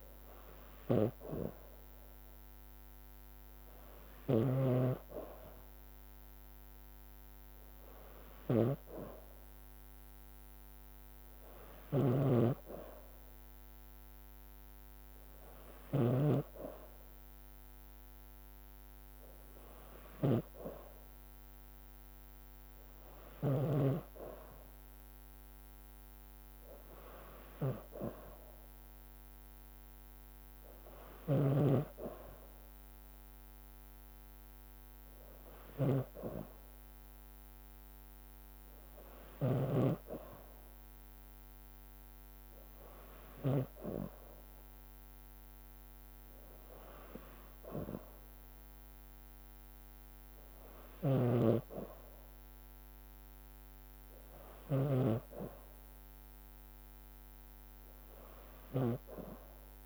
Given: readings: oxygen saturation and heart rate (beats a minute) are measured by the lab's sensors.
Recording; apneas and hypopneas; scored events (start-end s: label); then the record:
breathing in sleep by a microphone on the trachea; none
4.00-23.50 s: snoring (device-marked)
31.00-39.50 s: snoring (device-marked)
51.00-59.86 s: snoring (device-marked)
From the record:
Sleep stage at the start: N2 (light sleep); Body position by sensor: on the back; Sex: female